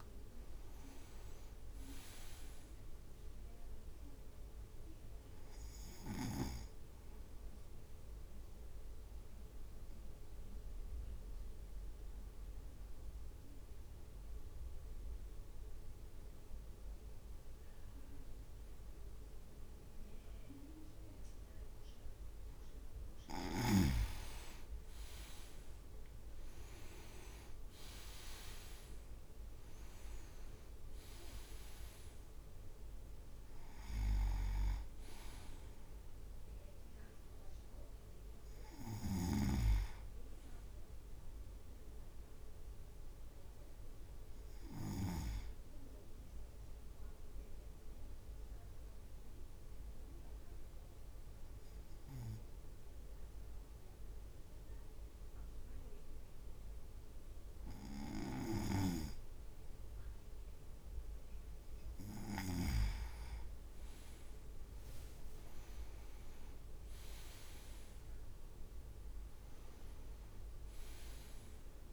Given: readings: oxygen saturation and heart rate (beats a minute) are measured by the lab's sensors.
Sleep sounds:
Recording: breathing in sleep by a room microphone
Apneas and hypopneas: 2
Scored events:
0.50-3.50 s: arousal
1.00-12.00 s: drop in pulse transit time (device-marked, heart rate 54 before, 54 extreme)
8.50-23.50 s: obstructive apnea (oxygen 99% before, 95% lowest, heart rate 57 before, 52 extreme, up 4 after)
24.50-27.50 s: arousal
26.00-40.00 s: drop in pulse transit time (device-marked, heart rate 55 before, 52 extreme)
39.50-45.50 s: snoring (device-marked)
48.00-60.50 s: obstructive apnea (oxygen 98% before, 95% lowest, heart rate 53 before, 52 extreme, up 6 after)
59.00-63.00 s: snoring (device-marked)
64.00-67.50 s: arousal
64.00-71.93 s: drop in pulse transit time (device-marked, heart rate 54 before, 55 extreme)
64.50-66.00 s: leg movement (device-marked)
66.00-68.00 s: leg movement (device-marked)
From the record:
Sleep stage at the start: N2 (light sleep)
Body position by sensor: on the right side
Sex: male

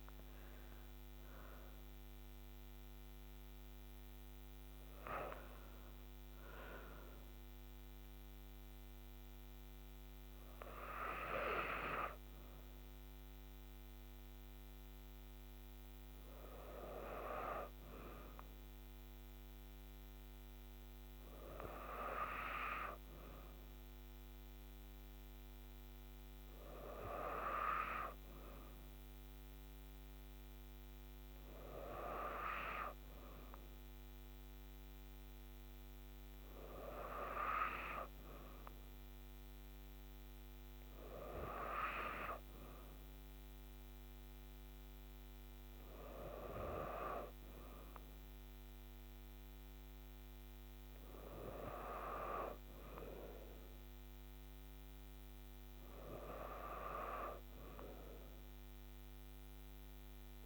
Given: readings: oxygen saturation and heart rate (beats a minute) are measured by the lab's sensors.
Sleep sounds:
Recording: a person partly awake in a sleep study, by a microphone on the trachea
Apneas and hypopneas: none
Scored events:
8.50-60.46 s: new sleep stage, N2 (light sleep)
From the record:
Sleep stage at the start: awake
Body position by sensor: on the right side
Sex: female

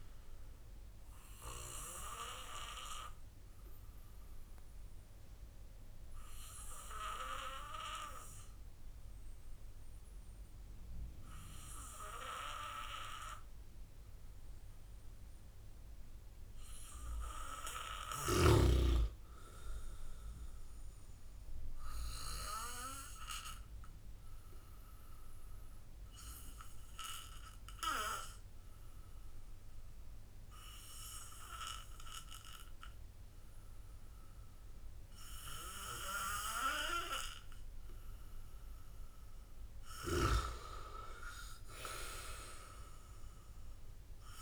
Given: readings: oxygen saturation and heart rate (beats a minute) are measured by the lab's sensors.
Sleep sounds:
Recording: breathing in sleep by a room microphone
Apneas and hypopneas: 2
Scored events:
1.00-15.50 s: obstructive apnea (oxygen 97% before, 93% lowest)
17.00-20.00 s: arousal
22.00-39.00 s: obstructive apnea (oxygen 96% before, 93% lowest)
41.00-44.42 s: arousal
From the record:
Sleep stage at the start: N2 (light sleep)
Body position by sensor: on the back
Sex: male

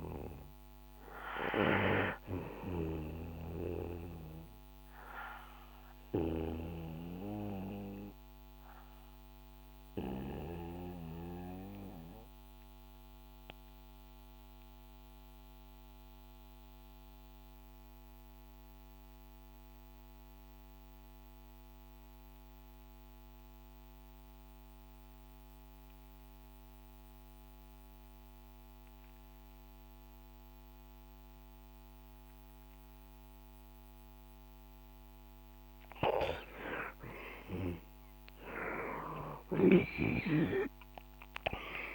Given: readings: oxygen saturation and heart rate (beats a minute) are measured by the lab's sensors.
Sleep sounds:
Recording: breathing in sleep by a microphone on the trachea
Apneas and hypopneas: 1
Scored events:
0.50-17.50 s: oxygen desaturation (device-marked, oxygen 98% before, 91% lowest, heart rate 66 before, 58 extreme)
7.50-35.00 s: mixed apnea (oxygen 99% before, 87% lowest, heart rate 66 before, 58 extreme, up 16 after)
36.50-41.50 s: arousal
39.50-41.95 s: oxygen desaturation (device-marked, oxygen 97% before, 87% lowest, heart rate 61 before, 62 extreme)
From the record:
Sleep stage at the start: REM sleep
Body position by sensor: on the back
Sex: male

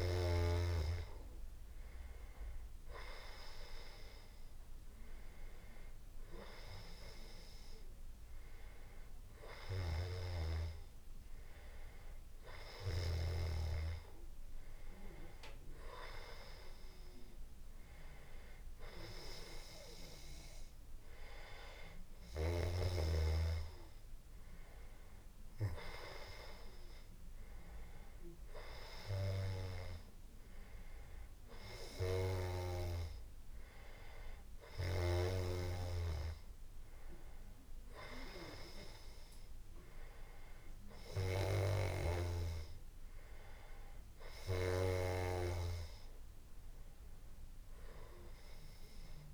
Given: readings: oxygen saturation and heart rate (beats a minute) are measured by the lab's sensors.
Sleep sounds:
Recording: breathing in sleep by a room microphone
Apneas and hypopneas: none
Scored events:
none scored
From the record:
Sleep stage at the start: N1 (lightest sleep)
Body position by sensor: on the back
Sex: male

